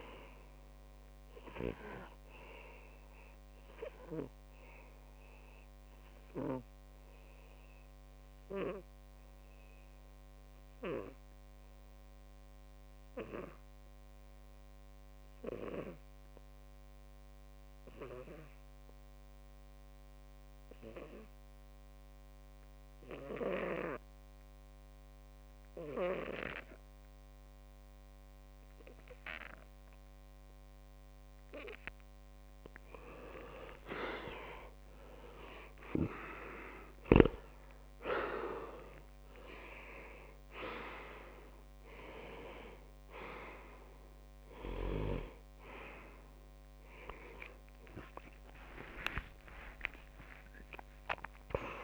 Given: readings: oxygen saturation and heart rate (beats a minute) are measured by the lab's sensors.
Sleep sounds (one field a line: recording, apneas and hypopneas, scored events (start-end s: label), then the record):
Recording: breathing in sleep by a microphone on the trachea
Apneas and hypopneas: 1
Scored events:
0.00-12.50 s: tachycardia (device-marked, heart rate 161 extreme)
1.00-3.00 s: long interval between heartbeats (device-marked, heart rate 120 before, 115 extreme)
3.00-5.00 s: long interval between heartbeats (device-marked, heart rate 119 before, 124 extreme)
4.50-33.00 s: obstructive apnea (oxygen 100% before, 92% lowest, heart rate 118 before, 37 extreme)
5.00-7.00 s: long interval between heartbeats (device-marked, heart rate 118 before, 128 extreme)
7.50-9.50 s: long interval between heartbeats (device-marked, heart rate 117 before, 150 extreme)
9.50-11.50 s: long interval between heartbeats (device-marked, heart rate 120 before, 158 extreme)
13.00-15.00 s: long interval between heartbeats (device-marked, heart rate 126 before, 149 extreme)
15.50-23.50 s: oxygen desaturation (device-marked, oxygen 97% before, 92% lowest, heart rate 131 before, 50 extreme)
20.00-22.00 s: long interval between heartbeats (device-marked, heart rate 121 before, 52 extreme)
26.00-28.00 s: long interval between heartbeats (device-marked, heart rate 106 before, 80 extreme)
28.00-30.00 s: long interval between heartbeats (device-marked, heart rate 101 before, 85 extreme)
30.50-32.50 s: long interval between heartbeats (device-marked, heart rate 90 before, 88 extreme)
34.00-38.50 s: arousal
36.50-38.50 s: long interval between heartbeats (device-marked, heart rate 68 before, 64 extreme)
36.50-44.50 s: tachycardia (device-marked, heart rate 81 before, 128 extreme)
41.00-43.00 s: long interval between heartbeats (device-marked, heart rate 75 before, 121 extreme)
46.50-48.50 s: long interval between heartbeats (device-marked, heart rate 86 before, 99 extreme)
46.50-49.50 s: tachycardia (device-marked, heart rate 82 before, 107 extreme)
48.50-51.84 s: arousal
50.00-51.84 s: long interval between heartbeats (device-marked, heart rate 89 before, 107 extreme)
From the record:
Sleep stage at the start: N2 (light sleep)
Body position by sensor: on the back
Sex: male